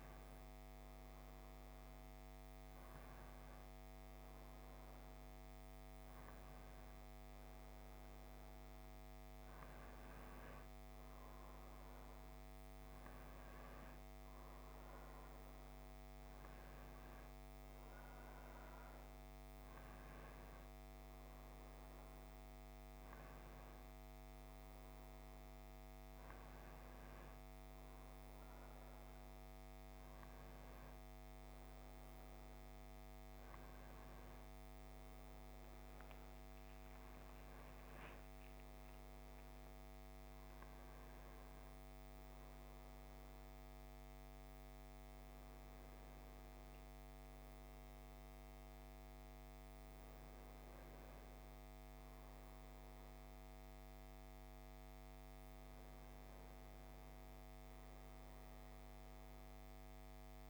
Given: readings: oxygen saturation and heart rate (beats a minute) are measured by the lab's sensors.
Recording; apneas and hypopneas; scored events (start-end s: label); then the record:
a person awake in a sleep study, hard to hear, by a microphone on the trachea; none
52.50-60.50 s: new sleep stage, N1 (lightest sleep)
From the record:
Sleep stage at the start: awake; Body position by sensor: on the back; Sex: male